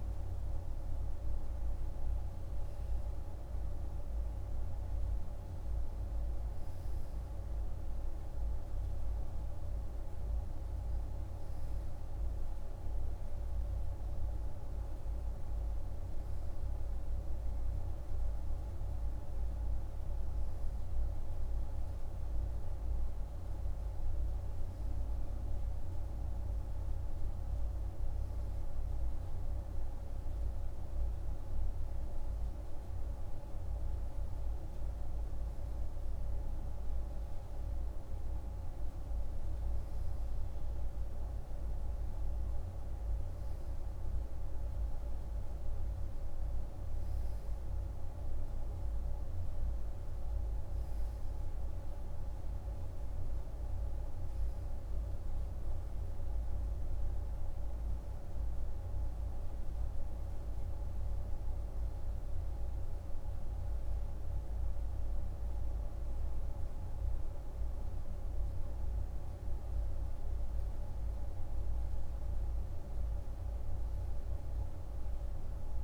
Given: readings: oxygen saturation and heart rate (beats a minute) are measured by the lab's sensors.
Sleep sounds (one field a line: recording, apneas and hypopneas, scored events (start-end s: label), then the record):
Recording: breathing in sleep, hard to hear, by a room microphone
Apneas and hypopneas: none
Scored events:
none scored
From the record:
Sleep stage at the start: N2 (light sleep)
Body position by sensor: on the right side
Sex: male